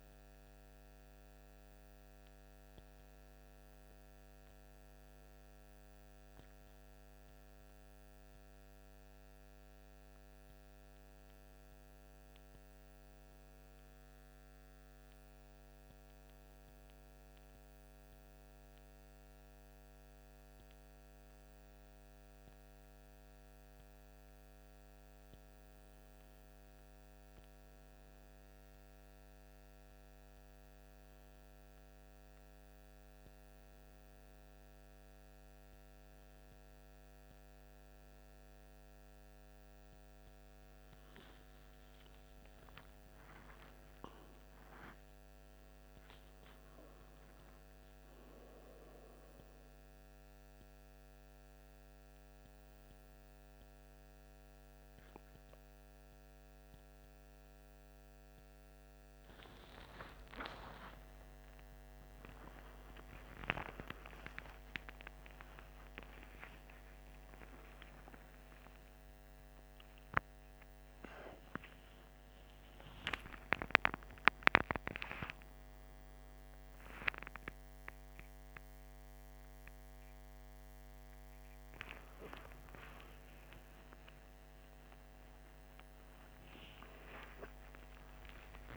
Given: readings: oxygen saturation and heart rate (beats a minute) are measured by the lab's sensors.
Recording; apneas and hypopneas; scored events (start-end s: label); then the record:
a person awake in a sleep study, by a microphone on the trachea; none
none scored
From the record:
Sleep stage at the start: awake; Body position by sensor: on the right side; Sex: male